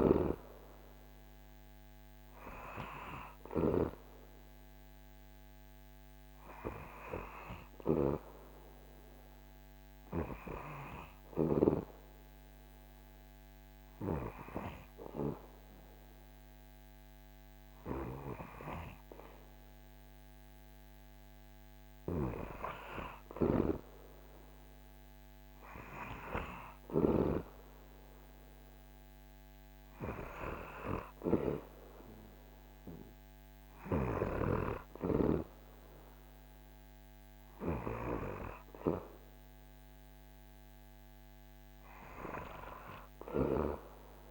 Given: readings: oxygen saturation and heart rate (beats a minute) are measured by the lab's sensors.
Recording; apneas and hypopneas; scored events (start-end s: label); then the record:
breathing in sleep by a microphone on the trachea; 1
10.50-21.00 s: hypopnea (oxygen 97% before, 95% lowest, heart rate 77 before, 74 extreme, up 4 after)
26.00-30.00 s: arousal
From the record:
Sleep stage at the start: N2 (light sleep); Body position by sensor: on the back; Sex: male